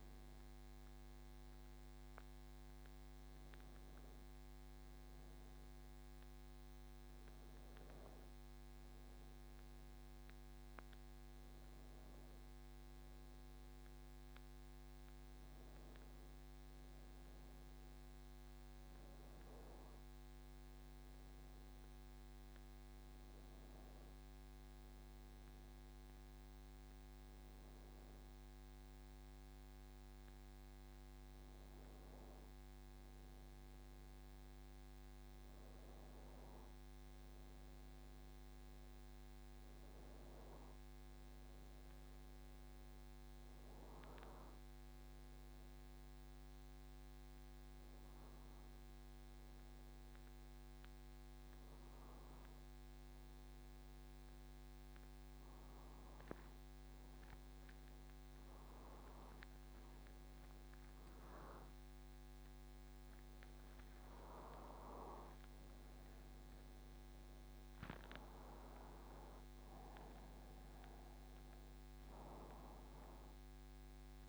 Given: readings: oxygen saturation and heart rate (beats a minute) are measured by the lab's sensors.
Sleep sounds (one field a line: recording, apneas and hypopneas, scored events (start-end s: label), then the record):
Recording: a person awake in a sleep study, hard to hear, by a microphone on the trachea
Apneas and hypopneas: none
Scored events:
none scored
From the record:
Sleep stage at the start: awake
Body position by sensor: on the back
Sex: male